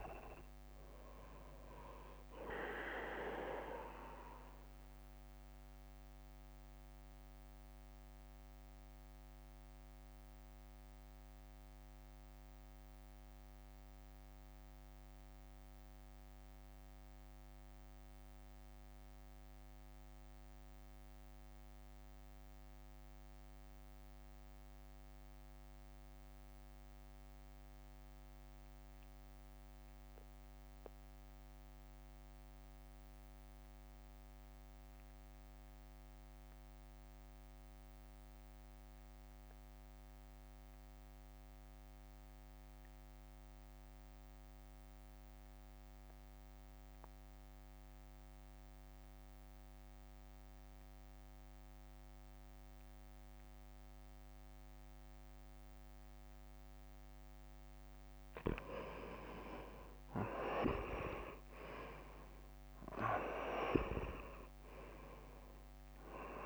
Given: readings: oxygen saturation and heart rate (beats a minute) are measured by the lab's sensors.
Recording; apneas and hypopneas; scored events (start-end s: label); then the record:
breathing in sleep by a microphone on the trachea; 1
0.00-7.50 s: oxygen desaturation (device-marked, oxygen 84% lowest, heart rate 55 extreme)
0.00-11.50 s: drop in pulse transit time (device-marked, heart rate 55 extreme)
5.00-56.50 s: mixed apnea (oxygen 96% before, 75% lowest, heart rate 59 before, 43 extreme, up 14 after)
14.50-25.50 s: oxygen desaturation (device-marked, oxygen 85% before, 80% lowest, heart rate 59 before, 44 extreme)
37.50-41.50 s: oxygen desaturation (device-marked, oxygen 99% before, 92% lowest, heart rate 66 before, 43 extreme)
38.50-47.50 s: drop in pulse transit time (device-marked, heart rate 66 before, 44 extreme)
60.00-64.00 s: arousal
63.50-66.46 s: drop in pulse transit time (device-marked, heart rate 47 before, 55 extreme)
From the record:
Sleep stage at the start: REM sleep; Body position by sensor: on the right side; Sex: male